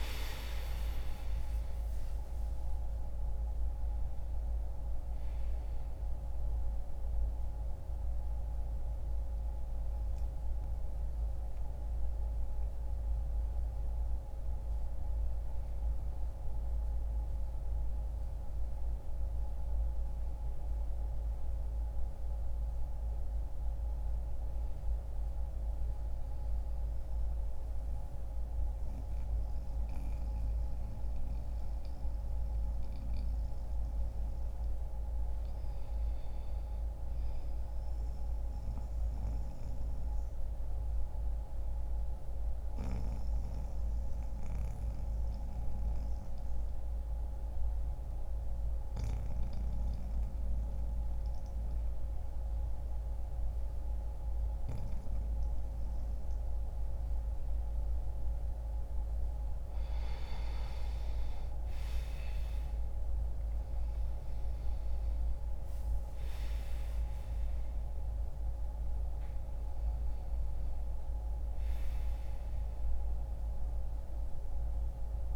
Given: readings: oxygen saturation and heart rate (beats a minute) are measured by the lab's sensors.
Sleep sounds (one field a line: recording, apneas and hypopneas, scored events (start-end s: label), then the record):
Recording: breathing in sleep, hard to hear, by a room microphone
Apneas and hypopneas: 1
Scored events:
0.00-10.00 s: oxygen desaturation (device-marked, oxygen 93% lowest, heart rate 59 extreme)
24.00-32.00 s: oxygen desaturation (device-marked, oxygen 94% before, 89% lowest, heart rate 66 before, 59 extreme)
38.50-57.00 s: mixed apnea (oxygen 98% before, 88% lowest, heart rate 63 before, 59 extreme, up 2 after)
52.00-75.36 s: oxygen desaturation (device-marked, oxygen 98% before, 89% lowest, heart rate 61 before, 60 extreme)
60.00-64.50 s: arousal
From the record:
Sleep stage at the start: N2 (light sleep)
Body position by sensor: on the back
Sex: male